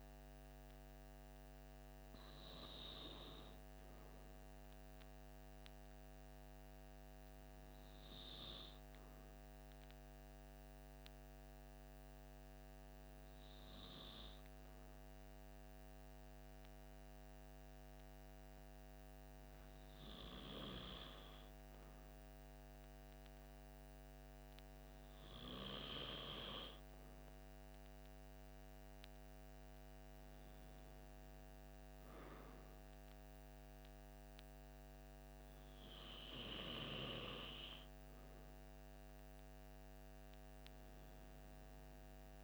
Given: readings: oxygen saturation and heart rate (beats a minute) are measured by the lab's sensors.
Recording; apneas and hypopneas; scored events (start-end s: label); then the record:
breathing in sleep by a microphone on the trachea; 1
0.00-10.00 s: oxygen desaturation (device-marked, oxygen 94% lowest, heart rate 42 extreme)
4.50-8.00 s: arousal
11.00-28.00 s: hypopnea (oxygen 98% before, 96% lowest, heart rate 52 before, 44 extreme, up 6 after)
30.00-34.00 s: arousal
From the record:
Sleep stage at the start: N2 (light sleep); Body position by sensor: on the back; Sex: male